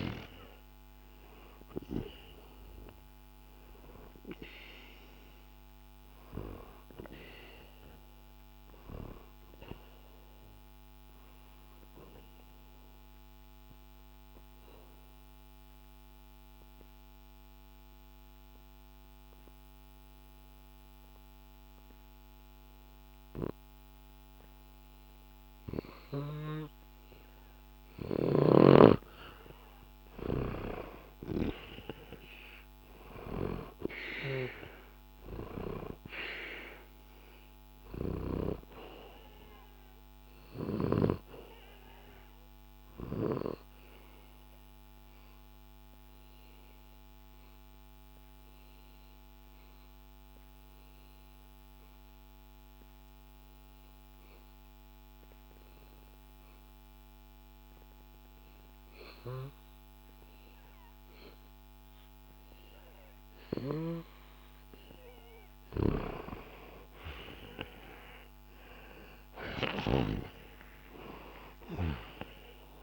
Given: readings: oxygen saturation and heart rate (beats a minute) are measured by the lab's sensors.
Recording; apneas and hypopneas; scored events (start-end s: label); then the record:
breathing in sleep by a microphone on the trachea; 2
0.00-19.00 s: oxygen desaturation (device-marked, oxygen 89% lowest, heart rate 60 extreme)
8.50-27.50 s: obstructive apnea (oxygen 97% before, 89% lowest, heart rate 69 before, 60 extreme, up 1 after)
29.50-33.00 s: arousal
34.00-55.00 s: oxygen desaturation (device-marked, oxygen 97% before, 90% lowest, heart rate 69 before, 63 extreme)
40.50-63.50 s: obstructive apnea (oxygen 97% before, 89% lowest, heart rate 68 before, 63 extreme, up 3 after)
65.00-70.00 s: snoring (device-marked)
65.00-72.83 s: oxygen desaturation (device-marked, oxygen 97% before, 89% lowest, heart rate 68 before, 63 extreme)
67.00-71.50 s: arousal
From the record:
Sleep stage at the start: N2 (light sleep); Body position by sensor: on the back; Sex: male